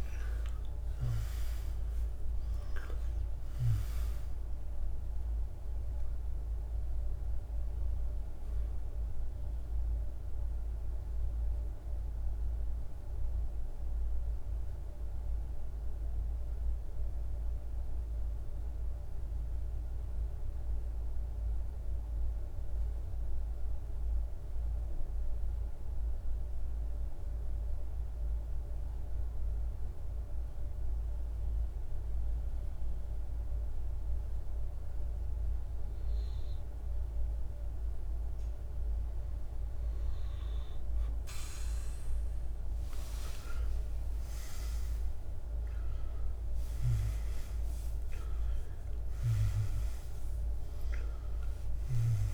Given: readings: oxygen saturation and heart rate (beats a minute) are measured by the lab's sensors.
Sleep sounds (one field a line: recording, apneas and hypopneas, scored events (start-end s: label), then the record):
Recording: breathing in sleep, hard to hear, by a room microphone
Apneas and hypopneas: 1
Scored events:
0.00-17.00 s: oxygen desaturation (device-marked, oxygen 89% lowest, heart rate 48 extreme)
8.00-37.00 s: mixed apnea (oxygen 98% before, 90% lowest, heart rate 62 before, 48 extreme, up 22 after)
35.00-52.34 s: oxygen desaturation (device-marked, oxygen 98% before, 90% lowest, heart rate 49 before, 46 extreme)
41.50-47.50 s: arousal
From the record:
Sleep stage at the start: N2 (light sleep)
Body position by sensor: on the back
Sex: male